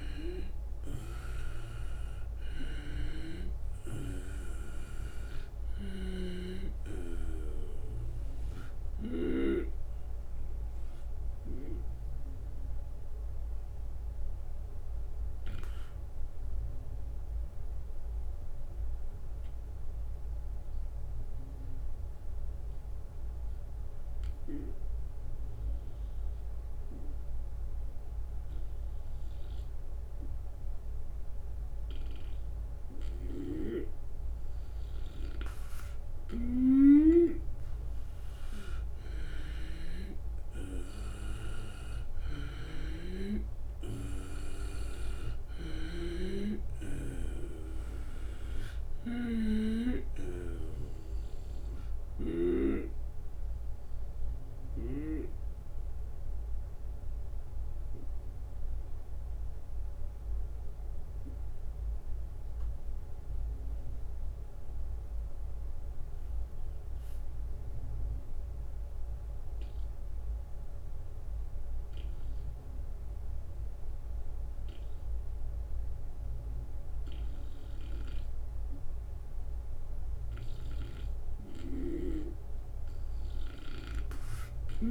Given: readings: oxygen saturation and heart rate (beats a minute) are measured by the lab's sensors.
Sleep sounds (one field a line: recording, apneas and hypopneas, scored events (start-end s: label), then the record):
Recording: breathing in sleep by a room microphone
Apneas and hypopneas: 2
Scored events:
0.00-21.00 s: oxygen desaturation (device-marked, oxygen 91% lowest, heart rate 76 extreme)
2.50-9.00 s: snoring (device-marked)
7.50-33.50 s: obstructive apnea (oxygen 98% before, 91% lowest, heart rate 78 before, 76 extreme, up 5 after)
32.50-49.50 s: snoring (device-marked)
38.00-43.00 s: arousal
39.00-54.00 s: oxygen desaturation (device-marked, oxygen 96% before, 92% lowest, heart rate 77 before, 72 extreme)
55.00-78.00 s: obstructive apnea (oxygen 97% before, 90% lowest, heart rate 82 before, 72 extreme, up 0 after)
77.00-80.50 s: snoring (device-marked)
80.00-84.91 s: oxygen desaturation (device-marked, oxygen 97% before, 90% lowest, heart rate 75 before, 73 extreme)
From the record:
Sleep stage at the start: N2 (light sleep)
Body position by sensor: on the right side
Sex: male